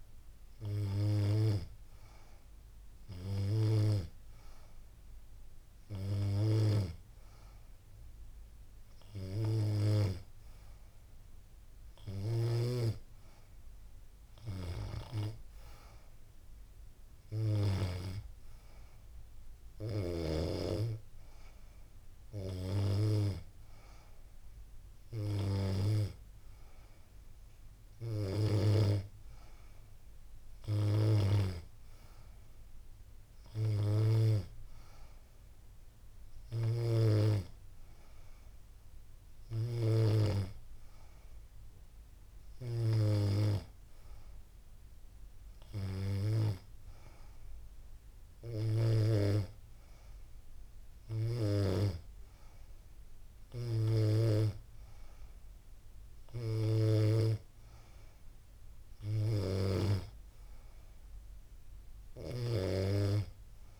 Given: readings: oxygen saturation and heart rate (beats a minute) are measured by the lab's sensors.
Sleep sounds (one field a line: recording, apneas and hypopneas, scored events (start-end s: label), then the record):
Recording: breathing in sleep by a room microphone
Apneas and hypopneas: none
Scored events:
none scored
From the record:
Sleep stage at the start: N2 (light sleep)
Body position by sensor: on the back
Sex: female